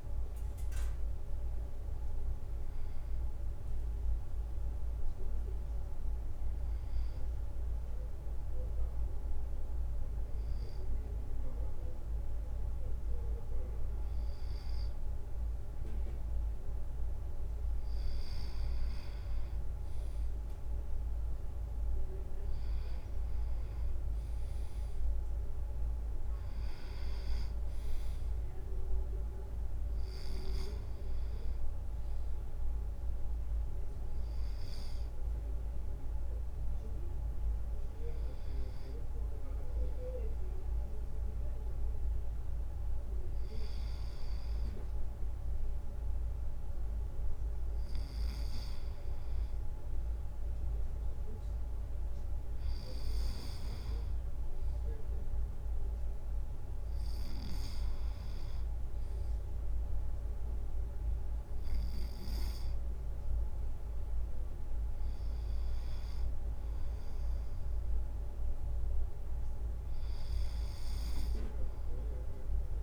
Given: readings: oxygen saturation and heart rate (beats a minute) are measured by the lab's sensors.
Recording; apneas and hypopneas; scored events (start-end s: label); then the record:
breathing in sleep, hard to hear, by a room microphone; 1
1.00-72.83 s: new sleep stage, N2 (light sleep)
8.50-18.50 s: obstructive apnea (oxygen 98% before, 96% lowest, heart rate 57 before, 56 extreme, up 2 after)
24.00-26.50 s: arousal
From the record:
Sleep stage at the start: N1 (lightest sleep); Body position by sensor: on the back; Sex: male